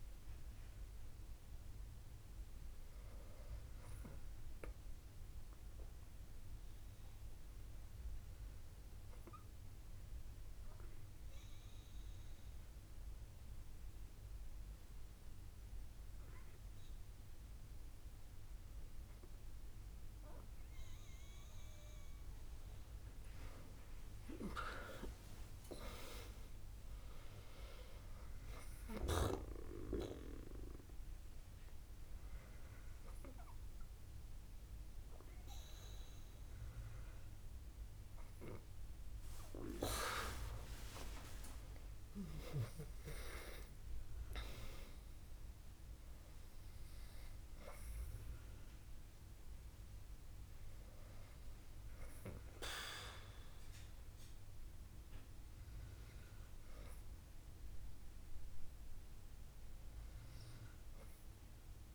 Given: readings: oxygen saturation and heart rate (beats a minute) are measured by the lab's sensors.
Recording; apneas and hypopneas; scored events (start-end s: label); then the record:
breathing in sleep by a room microphone; 1
6.50-21.50 s: obstructive apnea (oxygen 98% before, 97% lowest, heart rate 74 before, 61 extreme, up 25 after)
24.50-28.50 s: arousal
From the record:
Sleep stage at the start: N2 (light sleep); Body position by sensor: on the back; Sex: female